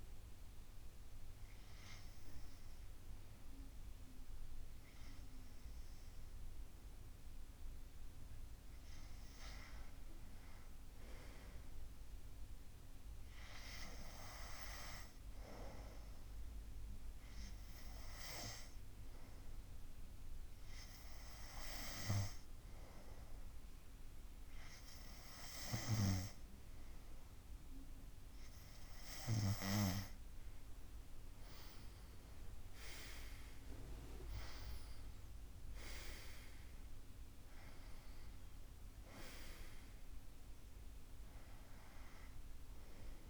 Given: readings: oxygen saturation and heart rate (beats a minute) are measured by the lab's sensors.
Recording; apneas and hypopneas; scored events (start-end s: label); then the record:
breathing in sleep by a room microphone; 1
0.00-9.00 s: oxygen desaturation (device-marked, oxygen 93% lowest, heart rate 69 extreme)
15.50-29.00 s: hypopnea (oxygen 96% before, 93% lowest, heart rate 72 before, 72 extreme, up 29 after)
32.00-36.00 s: arousal
From the record:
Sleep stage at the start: N2 (light sleep); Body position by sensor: on the back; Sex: male